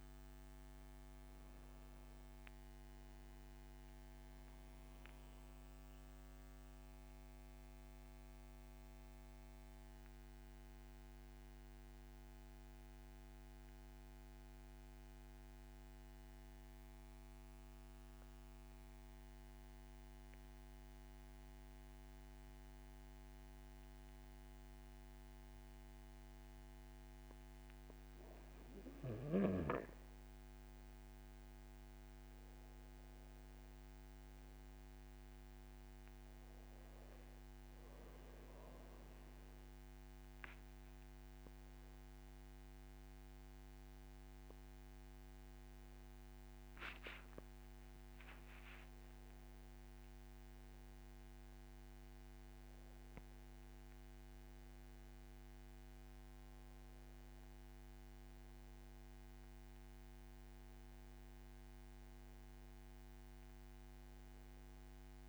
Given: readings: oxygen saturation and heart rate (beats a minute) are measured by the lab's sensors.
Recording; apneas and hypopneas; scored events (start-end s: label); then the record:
breathing in sleep, hard to hear, by a microphone on the trachea; 1
0.00-18.50 s: oxygen desaturation (device-marked, oxygen 87% lowest, heart rate 49 extreme)
6.50-27.50 s: mixed apnea (oxygen 95% before, 87% lowest, heart rate 59 before, 58 extreme, up 3 after)
29.00-34.00 s: arousal
34.50-55.50 s: oxygen desaturation (device-marked, oxygen 98% before, 89% lowest, heart rate 64 before, 58 extreme)
59.50-64.00 s: arousal
From the record:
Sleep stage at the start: N2 (light sleep); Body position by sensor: on the back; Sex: male